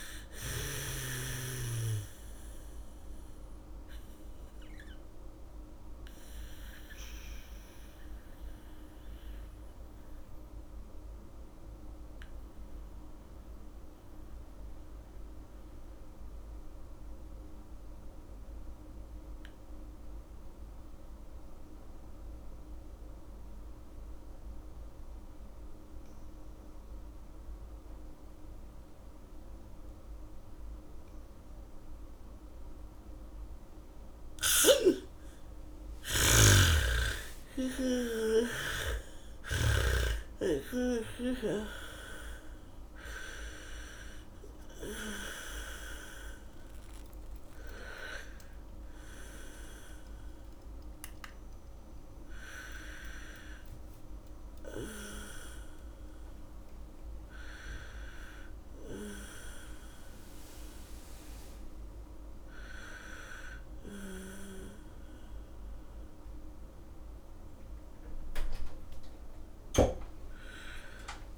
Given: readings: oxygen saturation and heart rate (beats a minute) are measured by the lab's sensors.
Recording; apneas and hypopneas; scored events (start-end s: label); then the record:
a person partly awake in a sleep study, by a room microphone; 1
0.00-1.00 s: snoring (device-marked)
1.00-23.00 s: oxygen desaturation (device-marked, oxygen 96% before, 86% lowest, heart rate 65 before, 56 extreme)
8.00-34.00 s: obstructive apnea (oxygen 99% before, 86% lowest, heart rate 70 before, 56 extreme, up 12 after)
27.00-36.00 s: bradycardia (device-marked, heart rate 70 before, 56 extreme)
31.00-63.00 s: oxygen desaturation (device-marked, oxygen 98% before, 88% lowest, heart rate 72 before, 57 extreme)
36.50-40.00 s: snoring (device-marked)
53.00-71.38 s: new sleep stage, awake
From the record:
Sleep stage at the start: N2 (light sleep); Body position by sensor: on the back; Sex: female